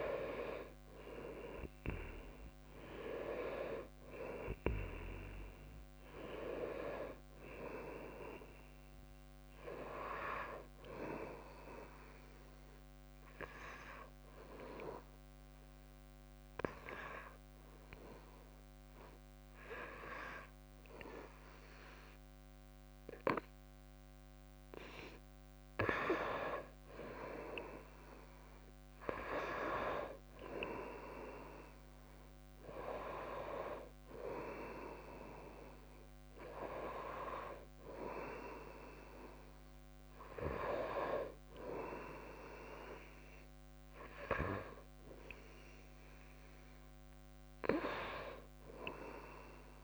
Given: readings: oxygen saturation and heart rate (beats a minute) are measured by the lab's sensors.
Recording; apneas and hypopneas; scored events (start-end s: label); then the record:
breathing in sleep by a microphone on the trachea; 1
0.00-2.00 s: arousal
0.00-21.50 s: oxygen desaturation (device-marked, oxygen 85% lowest, heart rate 62 extreme)
13.00-25.50 s: hypopnea (oxygen 96% before, 85% lowest, heart rate 68 before, 62 extreme, up 25 after)
25.50-27.50 s: long interval between heartbeats (device-marked, heart rate 67 before, 85 extreme)
28.50-33.50 s: arousal
47.50-49.50 s: long interval between heartbeats (device-marked, heart rate 71 before, 85 extreme)
From the record:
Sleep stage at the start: N2 (light sleep); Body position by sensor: on the front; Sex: female